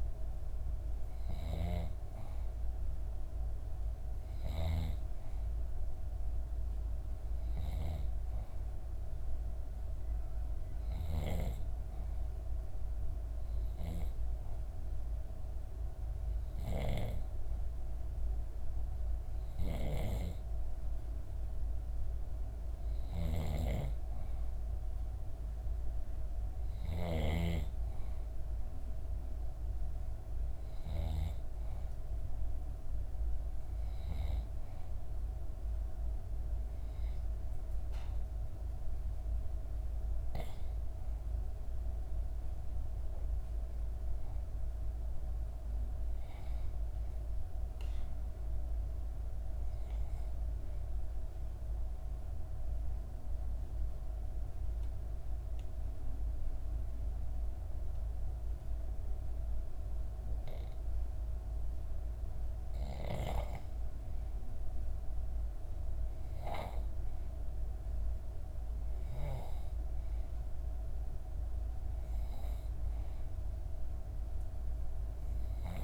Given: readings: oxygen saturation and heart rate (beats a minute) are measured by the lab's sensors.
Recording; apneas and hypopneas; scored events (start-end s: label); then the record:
breathing in sleep by a room microphone; 2
0.00-1.50 s: arousal
12.00-24.50 s: hypopnea (oxygen 95% before, 91% lowest, heart rate 65 before, 64 extreme, up 1 after)
26.00-29.50 s: arousal
51.00-62.50 s: obstructive apnea (oxygen 94% before, 91% lowest, heart rate 65 before, 64 extreme, up 1 after)
67.50-71.50 s: arousal
71.00-75.84 s: oxygen desaturation (device-marked, oxygen 94% before, 91% lowest, heart rate 64 before, 64 extreme)
From the record:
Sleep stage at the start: N2 (light sleep); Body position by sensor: on the back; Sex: female